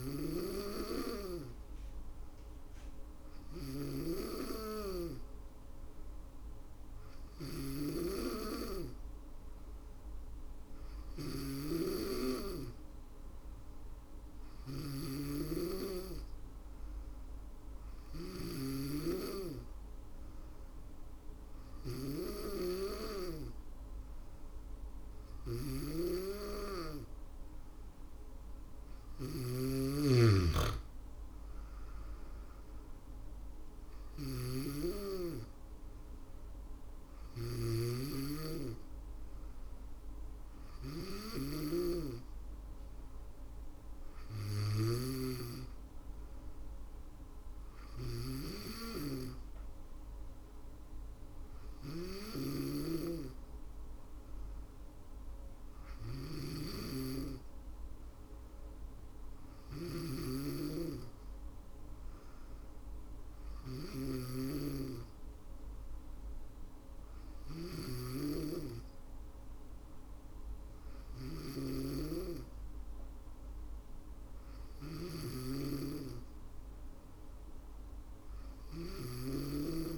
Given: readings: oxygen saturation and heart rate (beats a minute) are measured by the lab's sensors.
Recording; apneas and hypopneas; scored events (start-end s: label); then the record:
breathing in sleep by a room microphone; none
0.00-17.50 s: snoring (device-marked)
24.50-79.98 s: snoring (device-marked)
31.00-42.00 s: drop in pulse transit time (device-marked, heart rate 61 before, 59 extreme)
75.00-79.98 s: drop in pulse transit time (device-marked, heart rate 60 before, 60 extreme)
From the record:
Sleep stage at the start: N2 (light sleep); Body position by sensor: on the back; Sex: female